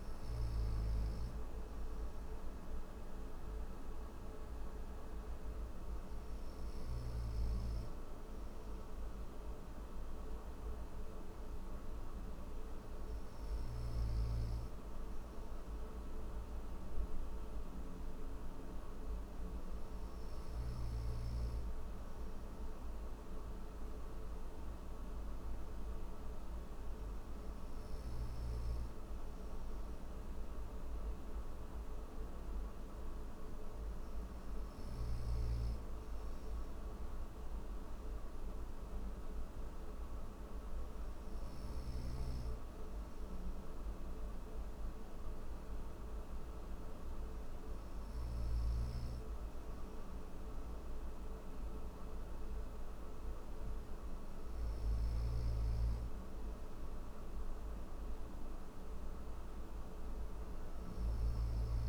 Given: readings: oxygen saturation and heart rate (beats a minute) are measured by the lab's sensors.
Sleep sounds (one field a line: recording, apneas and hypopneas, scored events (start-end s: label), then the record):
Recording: breathing in sleep, hard to hear, by a room microphone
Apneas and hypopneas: none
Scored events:
none scored
From the record:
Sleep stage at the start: N3 (deep sleep)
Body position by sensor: on the right side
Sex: male